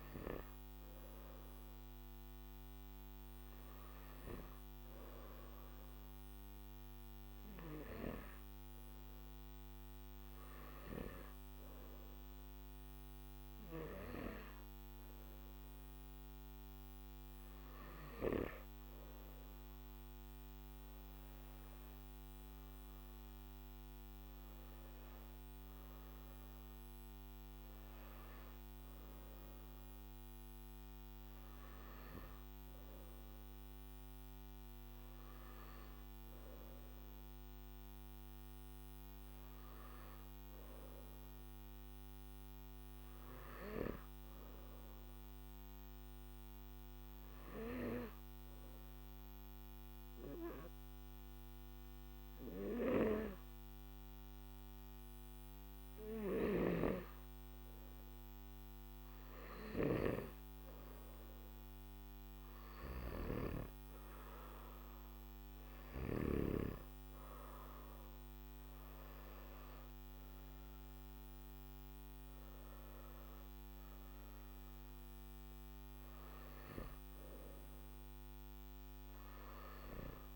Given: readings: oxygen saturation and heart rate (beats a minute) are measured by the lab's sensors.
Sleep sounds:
breathing in sleep by a microphone on the trachea; 1
46.00-58.50 s: hypopnea (oxygen 97% before, 94% lowest, heart rate 55 before, 53 extreme, up 2 after)
60.50-74.50 s: oxygen desaturation (device-marked, oxygen 97% before, 94% lowest, heart rate 56 before, 53 extreme)
From the record:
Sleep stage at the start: N3 (deep sleep); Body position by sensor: on the back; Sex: male

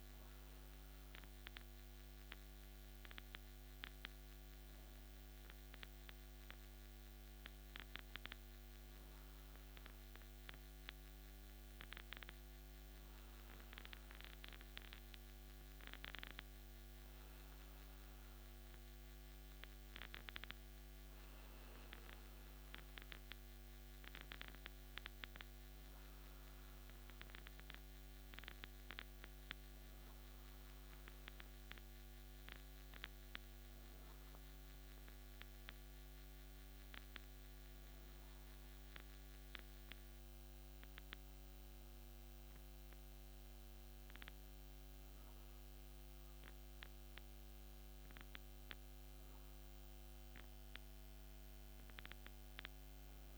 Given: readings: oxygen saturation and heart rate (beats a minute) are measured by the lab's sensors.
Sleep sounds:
breathing in sleep by a microphone on the trachea; none
none scored
From the record:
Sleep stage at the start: N2 (light sleep); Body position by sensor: on the back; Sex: male

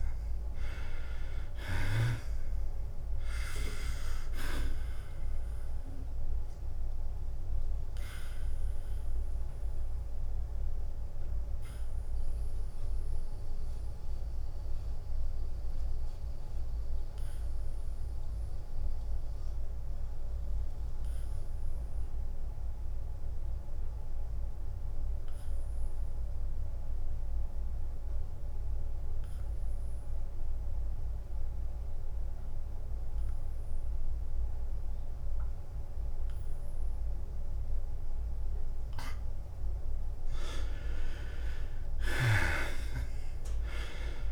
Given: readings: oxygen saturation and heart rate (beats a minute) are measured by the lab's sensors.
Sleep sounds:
breathing in sleep by a room microphone; 1
0.00-2.50 s: arousal
0.00-9.50 s: drop in pulse transit time (device-marked, heart rate 89 extreme)
8.00-40.00 s: obstructive apnea (oxygen 98% before, 70% lowest, heart rate 90 before, 78 extreme, up 15 after)
19.50-34.50 s: oxygen desaturation (device-marked, oxygen 98% before, 70% lowest, heart rate 91 before, 78 extreme)
39.50-44.32 s: drop in pulse transit time (device-marked, heart rate 85 before, 87 extreme)
From the record:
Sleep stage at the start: N2 (light sleep); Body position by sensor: on the back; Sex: male

